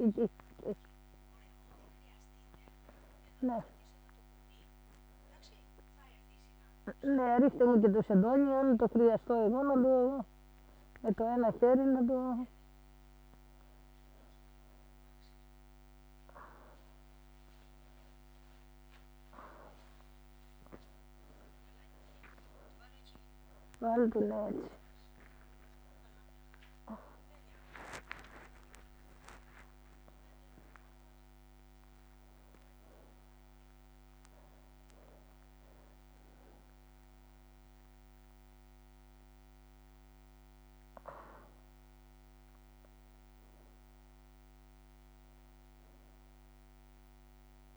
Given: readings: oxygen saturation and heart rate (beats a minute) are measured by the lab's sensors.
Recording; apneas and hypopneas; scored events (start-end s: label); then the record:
a person awake in a sleep study, by a microphone on the trachea; none
0.00-7.50 s: oxygen desaturation (device-marked, oxygen 91% lowest, heart rate 39 extreme)
0.50-2.50 s: leg movement (device-marked)
10.50-11.50 s: leg movement (device-marked)
14.00-15.50 s: leg movement (device-marked)
26.50-33.50 s: oxygen desaturation (device-marked, oxygen 95% before, 92% lowest)
From the record:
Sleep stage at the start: awake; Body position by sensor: on the back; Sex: female